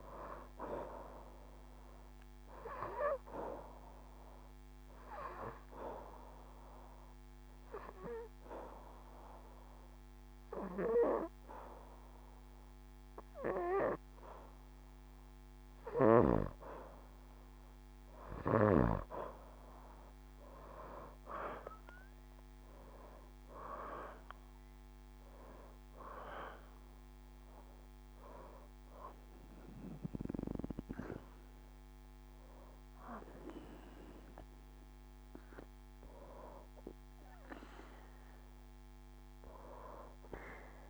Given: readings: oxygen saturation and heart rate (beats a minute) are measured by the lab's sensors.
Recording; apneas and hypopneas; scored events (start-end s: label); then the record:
breathing in sleep by a microphone on the trachea; 1
0.00-16.50 s: oxygen desaturation (device-marked, oxygen 89% lowest, heart rate 65 extreme)
3.00-15.00 s: obstructive apnea (oxygen 95% before, 82% lowest, heart rate 69 before, 67 extreme, up 6 after)
19.00-23.00 s: arousal
20.00-24.00 s: leg movement (device-marked)
22.50-40.90 s: oxygen desaturation (device-marked, oxygen 92% before, 82% lowest, heart rate 73 before, 65 extreme)
From the record:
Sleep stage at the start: N2 (light sleep); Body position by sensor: on the back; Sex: female